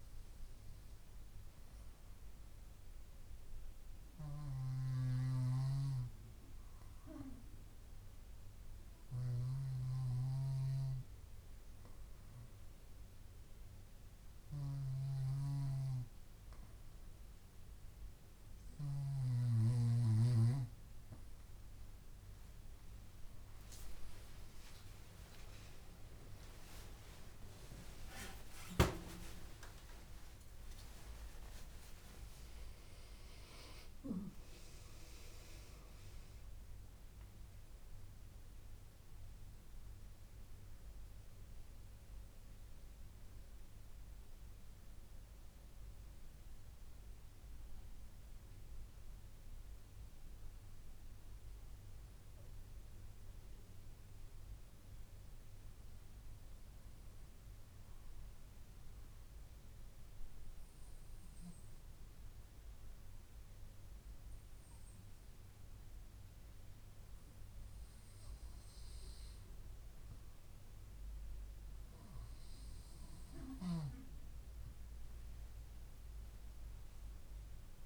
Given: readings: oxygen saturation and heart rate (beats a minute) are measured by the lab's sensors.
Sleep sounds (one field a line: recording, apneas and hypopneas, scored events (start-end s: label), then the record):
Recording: a person partly awake in a sleep study, by a room microphone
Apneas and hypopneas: 2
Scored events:
4.50-15.50 s: hypopnea (oxygen 96% before, 94% lowest)
14.00-44.00 s: new sleep stage, awake
44.00-77.86 s: new sleep stage, N2 (light sleep)
50.50-68.00 s: hypopnea (oxygen 95% before, 94% lowest)
75.50-77.86 s: arousal
From the record:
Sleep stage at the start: N2 (light sleep)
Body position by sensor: on the back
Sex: female